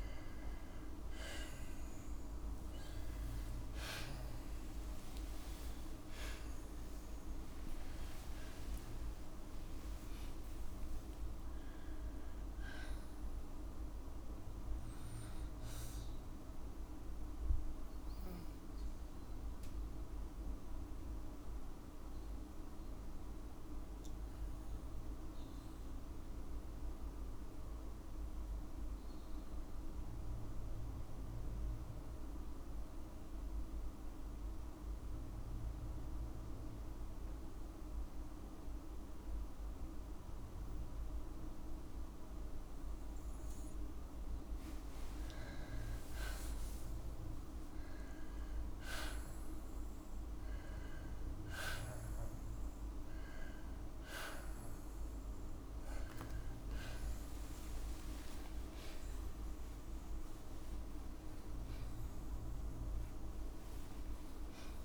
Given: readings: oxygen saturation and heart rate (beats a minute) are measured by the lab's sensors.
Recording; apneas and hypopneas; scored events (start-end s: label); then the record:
breathing in sleep, hard to hear, by a room microphone; 1
0.00-1.50 s: oxygen desaturation (device-marked, oxygen 93% lowest, heart rate 54 extreme)
3.00-8.00 s: arousal
7.50-9.50 s: long interval between heartbeats (device-marked, heart rate 56 before, 70 extreme)
18.50-44.50 s: obstructive apnea (oxygen 98% before, 93% lowest, heart rate 72 before, 52 extreme, up 7 after)
29.50-40.50 s: oxygen desaturation (device-marked, oxygen 98% before, 95% lowest, heart rate 68 before, 53 extreme)
56.50-58.50 s: long interval between heartbeats (device-marked, heart rate 57 before, 87 extreme)
56.50-60.00 s: arousal
From the record:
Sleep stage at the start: N2 (light sleep); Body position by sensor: on the left side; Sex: female